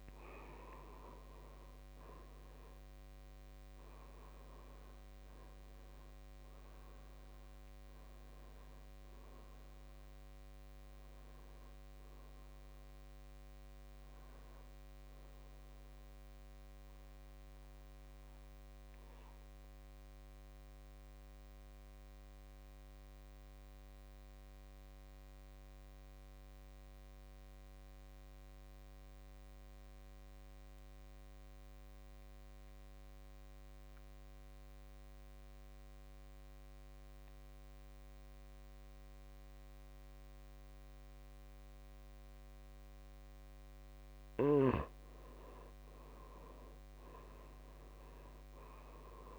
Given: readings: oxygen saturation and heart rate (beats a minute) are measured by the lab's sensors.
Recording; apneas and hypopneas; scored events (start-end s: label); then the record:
breathing in sleep by a microphone on the trachea; 1
0.00-24.50 s: oxygen desaturation (device-marked, oxygen 84% lowest, heart rate 57 extreme)
17.00-44.00 s: obstructive apnea (oxygen 95% before, 81% lowest, heart rate 68 before, 55 extreme, up 12 after)
41.50-49.39 s: oxygen desaturation (device-marked, oxygen 100% before, 81% lowest, heart rate 58 before, 53 extreme)
46.50-49.39 s: arousal
From the record:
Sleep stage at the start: N2 (light sleep); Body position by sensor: on the back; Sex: male